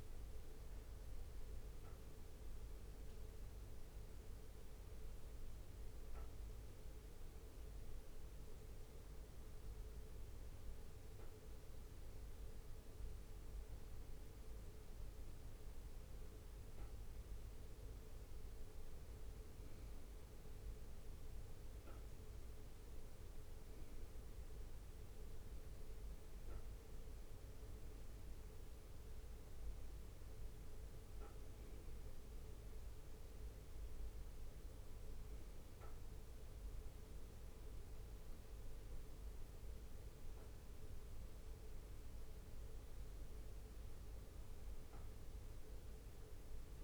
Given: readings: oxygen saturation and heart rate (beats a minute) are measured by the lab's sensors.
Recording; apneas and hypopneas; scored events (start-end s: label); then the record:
breathing in sleep, hard to hear, by a room microphone; 1
2.50-17.00 s: obstructive apnea (oxygen 97% before, 96% lowest, heart rate 64 before, 62 extreme, up 2 after)
20.50-23.50 s: arousal
44.50-46.00 s: leg movement (device-marked)
From the record:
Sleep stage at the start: N1 (lightest sleep); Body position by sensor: on the right side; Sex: male